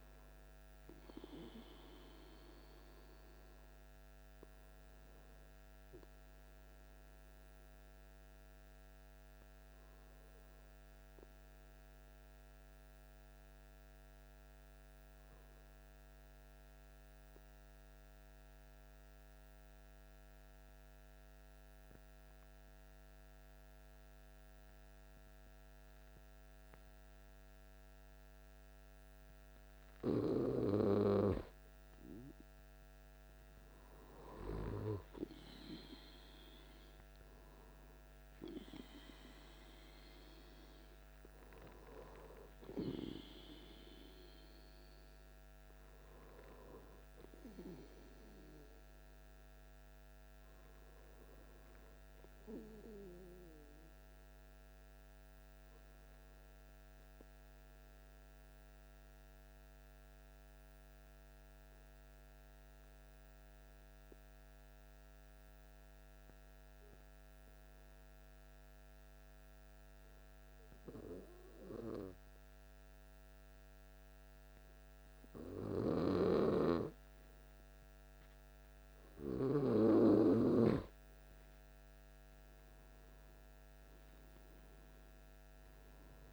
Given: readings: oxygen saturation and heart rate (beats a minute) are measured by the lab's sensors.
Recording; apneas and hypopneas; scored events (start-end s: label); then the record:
breathing in sleep by a microphone on the trachea; 2
6.00-29.50 s: obstructive apnea (oxygen 99% before, 95% lowest, heart rate 60 before, 55 extreme, up 6 after)
33.00-36.50 s: arousal
34.50-61.50 s: oxygen desaturation (device-marked, oxygen 99% before, 95% lowest, heart rate 57 before, 53 extreme)
54.00-78.00 s: obstructive apnea (oxygen 99% before, 95% lowest, heart rate 58 before, 53 extreme, up 9 after)
79.00-82.00 s: arousal
83.50-86.33 s: oxygen desaturation (device-marked, oxygen 98% before, 95% lowest, heart rate 56 before, 54 extreme)
From the record:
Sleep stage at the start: N2 (light sleep); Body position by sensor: on the back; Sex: male